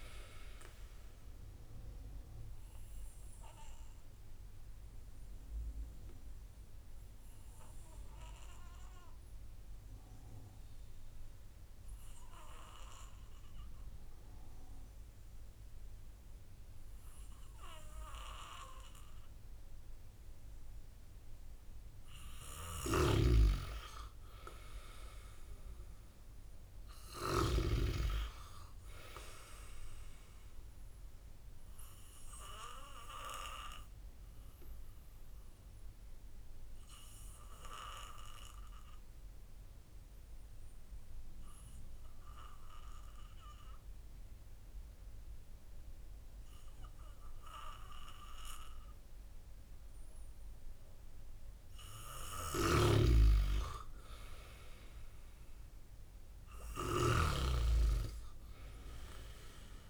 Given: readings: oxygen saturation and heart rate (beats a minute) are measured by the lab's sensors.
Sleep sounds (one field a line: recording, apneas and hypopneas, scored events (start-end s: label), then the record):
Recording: breathing in sleep by a room microphone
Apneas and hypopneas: 2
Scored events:
4.00-22.00 s: obstructive apnea (oxygen 95% before, 93% lowest)
24.00-26.50 s: arousal
32.00-51.50 s: obstructive apnea (oxygen 97% before, 93% lowest)
52.50-57.50 s: snoring (device-marked)
53.50-56.50 s: arousal
From the record:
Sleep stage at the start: N2 (light sleep)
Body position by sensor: on the back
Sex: male